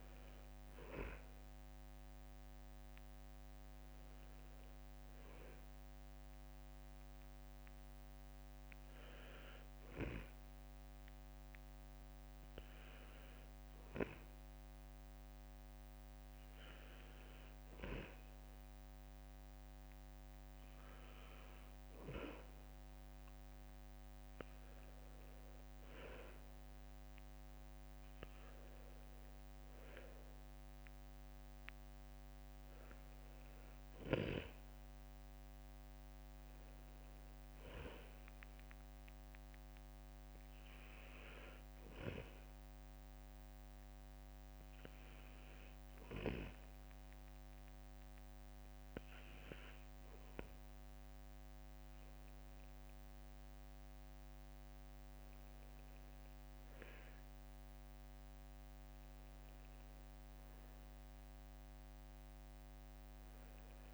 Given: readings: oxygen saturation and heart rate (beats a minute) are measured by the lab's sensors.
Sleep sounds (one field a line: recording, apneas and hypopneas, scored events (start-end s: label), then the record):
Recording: breathing in sleep by a microphone on the trachea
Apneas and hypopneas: 2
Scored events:
7.00-18.00 s: hypopnea (oxygen 96% before, 92% lowest, heart rate 65 before, 63 extreme, up 4 after)
21.50-25.50 s: arousal
41.00-52.00 s: hypopnea (oxygen 94% before, 91% lowest, heart rate 66 before, 62 extreme, up 4 after)
55.00-58.50 s: arousal
From the record:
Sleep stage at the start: N2 (light sleep)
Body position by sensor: on the right side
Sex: male